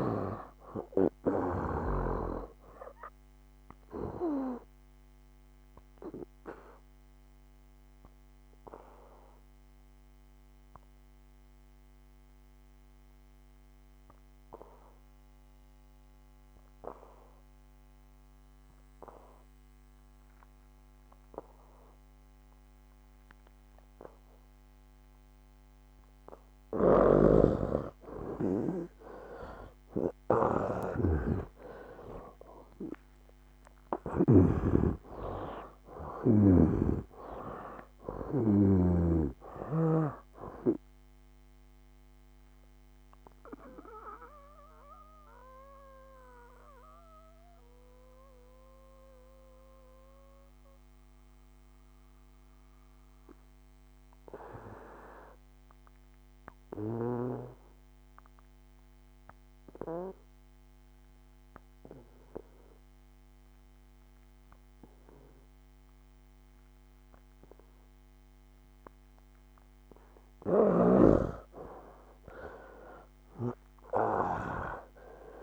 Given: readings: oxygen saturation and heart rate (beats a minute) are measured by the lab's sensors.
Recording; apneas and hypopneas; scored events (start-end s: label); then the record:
breathing in sleep by a microphone on the trachea; 2
0.00-2.00 s: snoring (device-marked)
0.00-22.00 s: oxygen desaturation (device-marked, oxygen 97% before, 90% lowest, heart rate 73 before, 68 extreme)
5.50-26.00 s: obstructive apnea (oxygen 97% before, 85% lowest, heart rate 72 before, 68 extreme, up 8 after)
27.00-34.50 s: snoring (device-marked)
29.00-60.00 s: oxygen desaturation (device-marked, oxygen 97% before, 85% lowest, heart rate 72 before, 71 extreme)
30.00-33.50 s: arousal
42.50-70.50 s: mixed apnea (oxygen 97% before, 84% lowest, heart rate 76 before, 71 extreme, up 8 after)
70.50-75.43 s: snoring (device-marked)
From the record:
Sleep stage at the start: N2 (light sleep); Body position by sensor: on the back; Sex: male